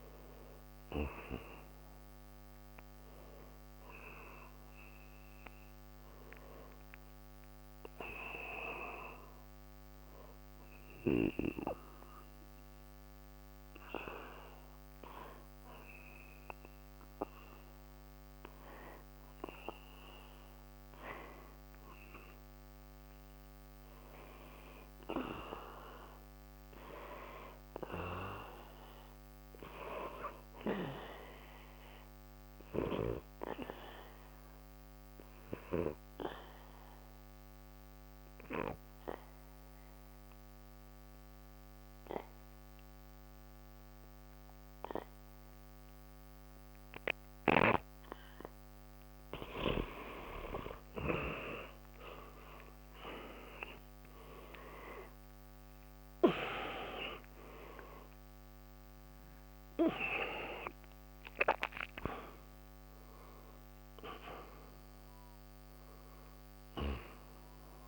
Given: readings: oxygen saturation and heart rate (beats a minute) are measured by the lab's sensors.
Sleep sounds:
breathing in sleep by a microphone on the trachea; 2
0.00-12.00 s: oxygen desaturation (device-marked, oxygen 86% lowest, heart rate 60 extreme)
7.50-17.50 s: hypopnea (oxygen 96% before, 86% lowest, heart rate 69 before, 60 extreme)
18.50-23.50 s: arousal
32.00-67.88 s: oxygen desaturation (device-marked, oxygen 97% before, 86% lowest, heart rate 61 before, 60 extreme)
33.00-48.00 s: obstructive apnea (oxygen 97% before, 86% lowest, heart rate 61 before, 61 extreme, up 3 after)
54.00-60.50 s: arousal
From the record:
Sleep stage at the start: N2 (light sleep); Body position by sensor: on the back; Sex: male

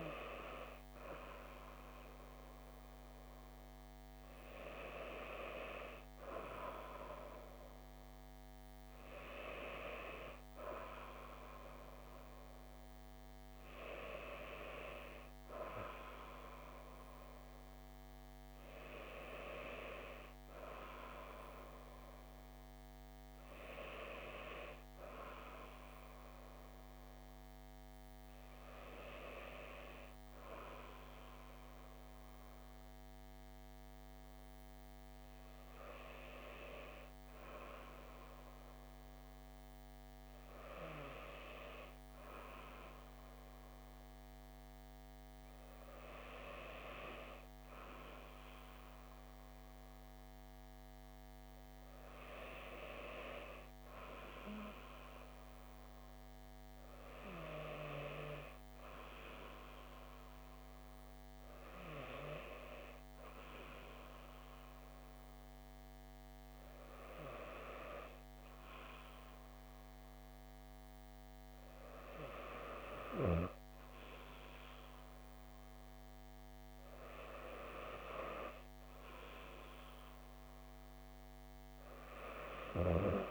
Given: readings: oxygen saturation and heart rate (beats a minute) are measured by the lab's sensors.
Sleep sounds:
breathing in sleep by a microphone on the trachea; none
none scored
From the record:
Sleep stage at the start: N2 (light sleep); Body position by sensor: on the back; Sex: female

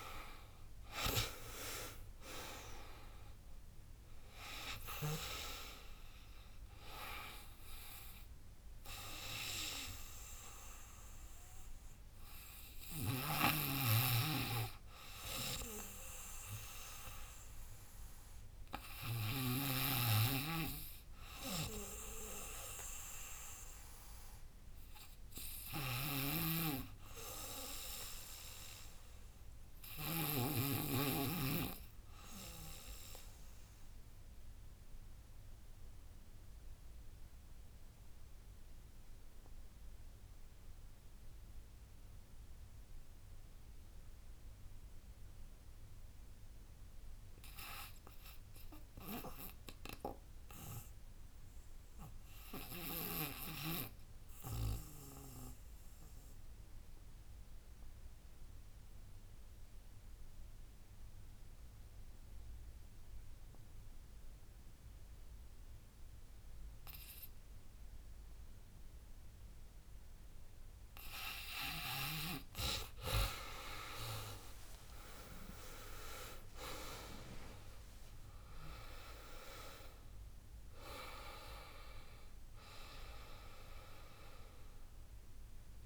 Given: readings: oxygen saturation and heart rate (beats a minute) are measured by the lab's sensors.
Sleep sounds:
breathing in sleep by a room microphone; 2
0.00-10.50 s: drop in pulse transit time (device-marked, heart rate 76 extreme)
0.00-20.50 s: oxygen desaturation (device-marked, oxygen 82% lowest, heart rate 67 extreme)
25.50-30.50 s: snoring (device-marked)
26.00-30.00 s: arousal
33.50-45.50 s: obstructive apnea (oxygen 100% before, 81% lowest, heart rate 77 before, 76 extreme, up 1 after)
43.50-85.86 s: oxygen desaturation (device-marked, oxygen 98% before, 81% lowest, heart rate 80 before, 75 extreme)
47.00-50.50 s: arousal
55.50-64.50 s: drop in pulse transit time (device-marked, heart rate 78 before, 77 extreme)
57.00-70.50 s: obstructive apnea (oxygen 99% before, 81% lowest, heart rate 78 before, 78 extreme, up 40 after)
71.50-77.50 s: tachycardia (device-marked, heart rate 86 before, 114 extreme)
72.50-76.50 s: arousal
74.50-76.50 s: long interval between heartbeats (device-marked, heart rate 80 before, 107 extreme)
74.50-85.86 s: drop in pulse transit time (device-marked, heart rate 80 before, 94 extreme)
76.50-85.86 s: new sleep stage, N2 (light sleep)
79.50-82.50 s: tachycardia (device-marked, heart rate 86 before, 114 extreme)
82.50-84.50 s: long interval between heartbeats (device-marked, heart rate 93 before, 104 extreme)
From the record:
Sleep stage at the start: REM sleep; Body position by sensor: on the back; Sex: female

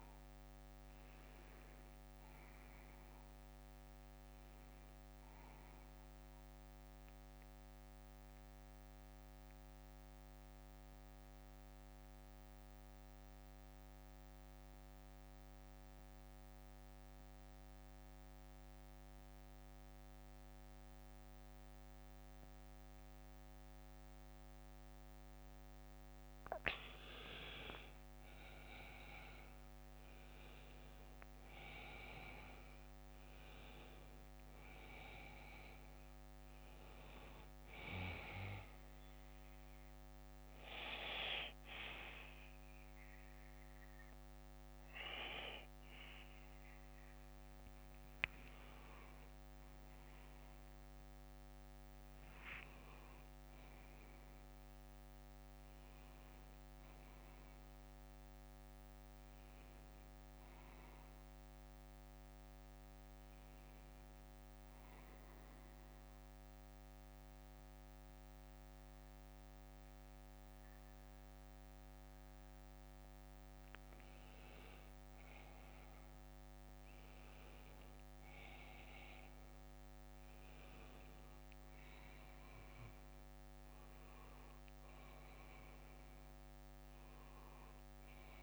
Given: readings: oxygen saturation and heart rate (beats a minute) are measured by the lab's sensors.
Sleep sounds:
breathing in sleep by a microphone on the trachea; 3
0.00-20.50 s: oxygen desaturation (device-marked, oxygen 91% lowest, heart rate 45 extreme)
3.50-25.50 s: bradycardia (device-marked, heart rate 60 before, 45 extreme)
7.50-26.00 s: central apnea (oxygen 99% before, 91% lowest, heart rate 67 before, 47 extreme, up 18 after)
28.50-33.50 s: arousal
36.50-47.50 s: bradycardia (device-marked, heart rate 60 before, 51 extreme)
38.50-50.00 s: obstructive apnea (oxygen 97% before, 92% lowest, heart rate 61 before, 48 extreme, up 17 after)
47.50-60.50 s: oxygen desaturation (device-marked, oxygen 96% before, 92% lowest, heart rate 61 before, 48 extreme)
52.00-56.50 s: arousal
65.00-75.50 s: central apnea (oxygen 97% before, 93% lowest, heart rate 61 before, 48 extreme, up 22 after)
65.50-72.50 s: bradycardia (device-marked, heart rate 60 before, 48 extreme)
79.50-85.00 s: arousal
80.50-88.43 s: oxygen desaturation (device-marked, oxygen 97% before, 93% lowest, heart rate 60 before, 48 extreme)
From the record:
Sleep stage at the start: N2 (light sleep); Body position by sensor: on the back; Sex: male

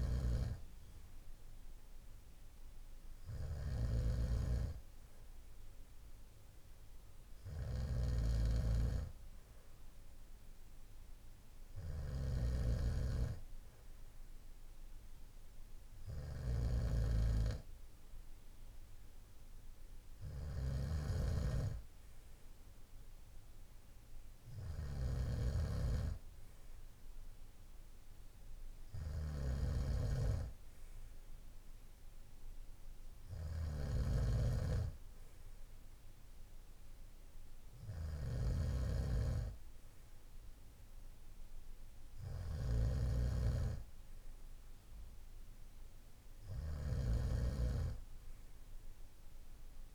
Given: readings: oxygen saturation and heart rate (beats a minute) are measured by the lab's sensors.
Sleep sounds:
breathing in sleep by a room microphone; none
0.00-49.95 s: snoring (device-marked)
From the record:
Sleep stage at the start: N2 (light sleep); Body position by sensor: on the right side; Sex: male

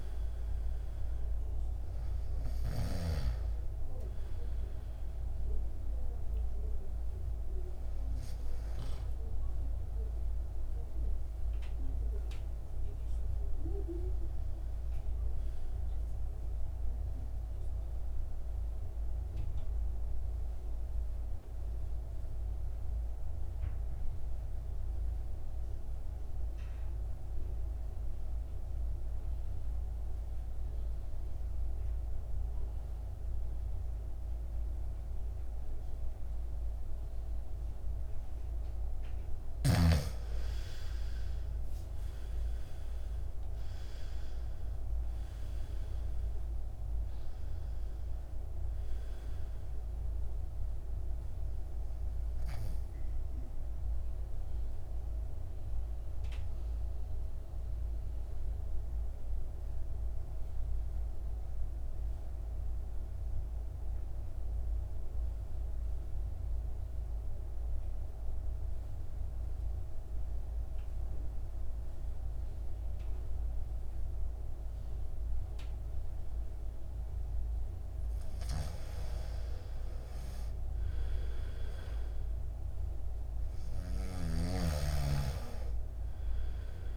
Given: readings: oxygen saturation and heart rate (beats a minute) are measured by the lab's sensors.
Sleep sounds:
breathing in sleep by a room microphone; 2
0.00-1.00 s: arousal
0.00-31.50 s: oxygen desaturation (device-marked, oxygen 83% lowest, heart rate 54 extreme)
16.50-40.00 s: central apnea (oxygen 98% before, 83% lowest, heart rate 61 before, 53 extreme, up 12 after)
40.50-72.50 s: oxygen desaturation (device-marked, oxygen 100% before, 83% lowest, heart rate 55 before, 52 extreme)
42.50-46.50 s: arousal
57.50-77.00 s: central apnea (oxygen 100% before, 83% lowest, heart rate 61 before, 52 extreme, up 14 after)
80.00-83.00 s: arousal
83.50-86.97 s: oxygen desaturation (device-marked, oxygen 99% before, 88% lowest, heart rate 54 before, 50 extreme)
From the record:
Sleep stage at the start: N2 (light sleep); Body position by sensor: on the back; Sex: male

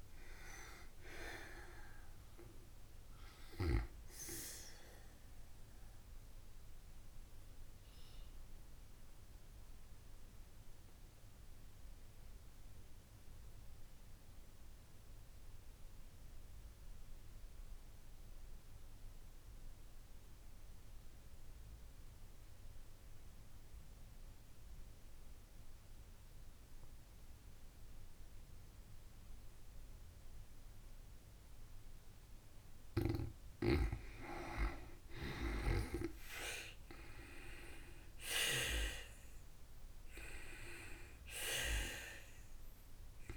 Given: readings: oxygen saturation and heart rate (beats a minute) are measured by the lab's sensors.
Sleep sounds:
breathing in sleep by a room microphone; 1
0.00-31.00 s: oxygen desaturation (device-marked, oxygen 83% lowest, heart rate 53 extreme)
5.50-31.50 s: obstructive apnea (oxygen 95% before, 83% lowest, heart rate 66 before, 53 extreme, up 5 after)
36.50-41.00 s: arousal
42.00-43.37 s: oxygen desaturation (device-marked, oxygen 98% before, 84% lowest, heart rate 55 before, 53 extreme)
From the record:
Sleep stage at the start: N2 (light sleep); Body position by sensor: on the back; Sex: female

